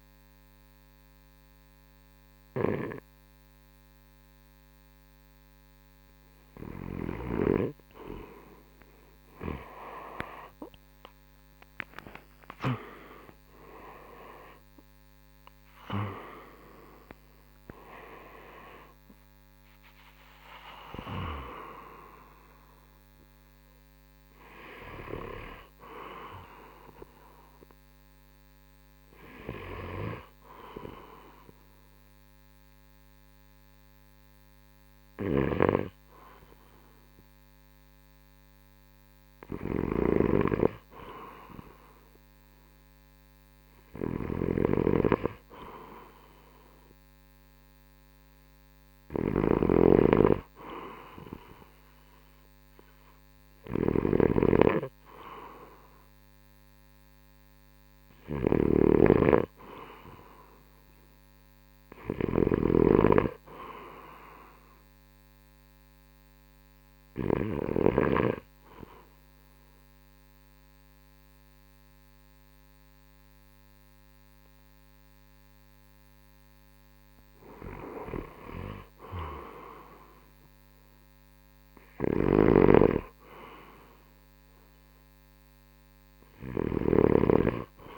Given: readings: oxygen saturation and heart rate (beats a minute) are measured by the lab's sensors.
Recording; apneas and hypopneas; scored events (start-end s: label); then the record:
breathing in sleep by a microphone on the trachea; 1
0.00-2.50 s: oxygen desaturation (device-marked, oxygen 83% lowest, heart rate 62 extreme)
4.50-87.98 s: new sleep stage, N2 (light sleep)
7.50-39.50 s: oxygen desaturation (device-marked, oxygen 92% before, 77% lowest, heart rate 62 before, 71 extreme)
10.50-25.50 s: drop in pulse transit time (device-marked, heart rate 63 before, 73 extreme)
11.50-17.00 s: arousal
35.00-67.50 s: snoring (device-marked)
47.50-51.00 s: arousal
53.50-60.50 s: oxygen desaturation (device-marked, oxygen 96% before, 91% lowest, heart rate 75 before, 55 extreme)
65.50-77.00 s: hypopnea (oxygen 96% before, 90% lowest, heart rate 74 before, 55 extreme, up 22 after)
78.50-82.50 s: arousal
82.00-87.98 s: snoring (device-marked)
From the record:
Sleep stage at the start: REM sleep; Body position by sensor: on the right side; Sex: male